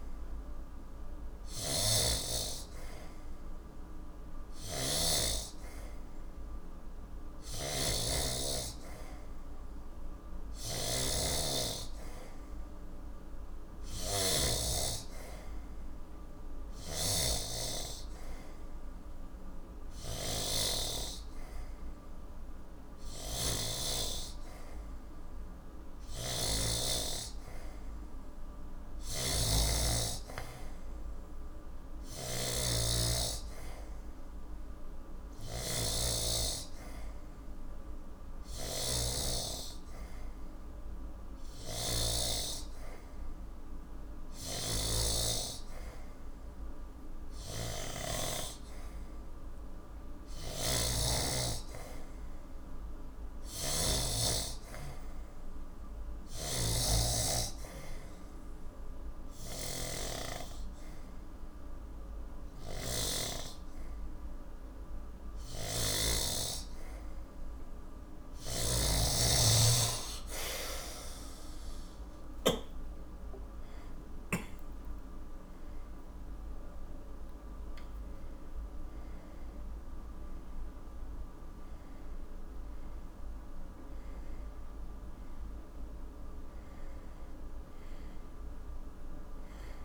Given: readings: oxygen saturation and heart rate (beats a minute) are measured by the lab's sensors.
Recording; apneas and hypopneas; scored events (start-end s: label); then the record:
breathing in sleep by a room microphone; 1
0.00-5.00 s: snoring (device-marked)
7.00-14.50 s: snoring (device-marked)
16.50-48.00 s: snoring (device-marked)
50.00-66.00 s: snoring (device-marked)
57.50-69.00 s: hypopnea (oxygen 92% before, 89% lowest, heart rate 104 before, 71 extreme)
68.00-72.50 s: snoring (device-marked)
72.50-75.00 s: arousal
78.00-87.00 s: oxygen desaturation (device-marked, oxygen 92% before, 89% lowest, heart rate 104 before, 69 extreme)
From the record:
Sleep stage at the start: N3 (deep sleep); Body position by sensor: on the back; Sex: male